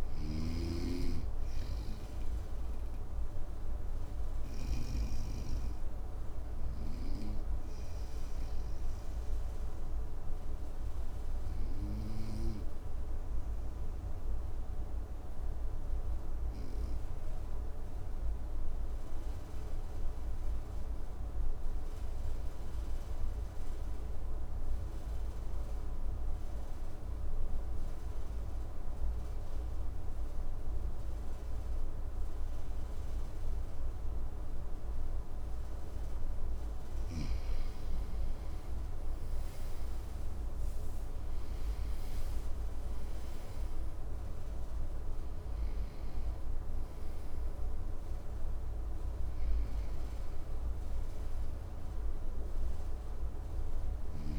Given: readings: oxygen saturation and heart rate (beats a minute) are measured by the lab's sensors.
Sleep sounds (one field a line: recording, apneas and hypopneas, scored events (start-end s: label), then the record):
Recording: breathing in sleep, hard to hear, by a room microphone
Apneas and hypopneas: 1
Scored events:
0.00-4.50 s: snoring (device-marked)
0.00-15.50 s: oxygen desaturation (device-marked, oxygen 92% lowest, heart rate 55 extreme)
2.50-34.50 s: obstructive apnea (oxygen 98% before, 92% lowest, heart rate 60 before, 55 extreme, up 9 after)
31.50-54.39 s: oxygen desaturation (device-marked, oxygen 99% before, 93% lowest, heart rate 56 before, 56 extreme)
36.00-39.00 s: arousal
From the record:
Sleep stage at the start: N2 (light sleep)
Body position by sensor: on the right side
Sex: male